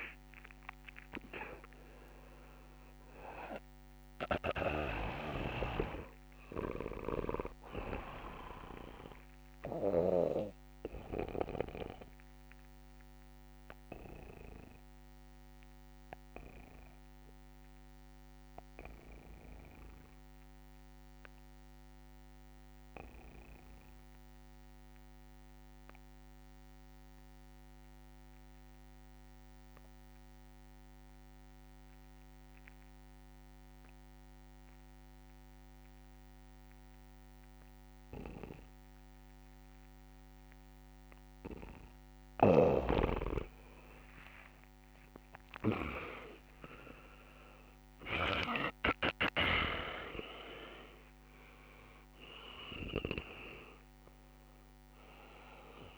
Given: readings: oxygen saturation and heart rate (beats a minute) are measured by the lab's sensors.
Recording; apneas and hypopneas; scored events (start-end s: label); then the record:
breathing in sleep by a microphone on the trachea; 1
0.00-2.00 s: arousal
0.00-23.50 s: oxygen desaturation (device-marked, oxygen 86% lowest)
11.00-40.50 s: obstructive apnea (oxygen 99% before, 84% lowest)
35.50-55.98 s: oxygen desaturation (device-marked, oxygen 99% before, 84% lowest)
42.00-53.00 s: snoring (device-marked)
44.50-49.50 s: arousal
From the record:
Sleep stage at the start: N2 (light sleep); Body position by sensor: on the back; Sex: male